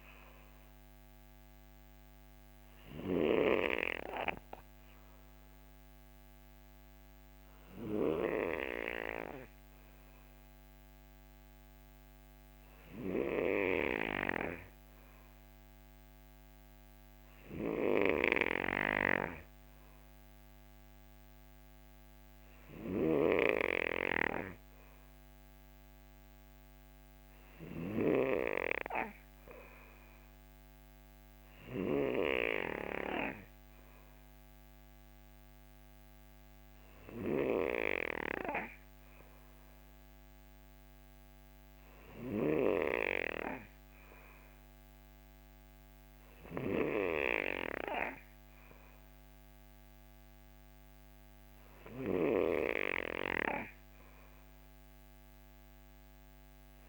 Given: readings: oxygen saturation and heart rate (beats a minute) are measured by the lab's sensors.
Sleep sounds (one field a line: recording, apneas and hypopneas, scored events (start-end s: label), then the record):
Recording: breathing in sleep by a microphone on the trachea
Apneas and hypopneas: none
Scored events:
none scored
From the record:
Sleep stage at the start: N3 (deep sleep)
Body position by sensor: on the right side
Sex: male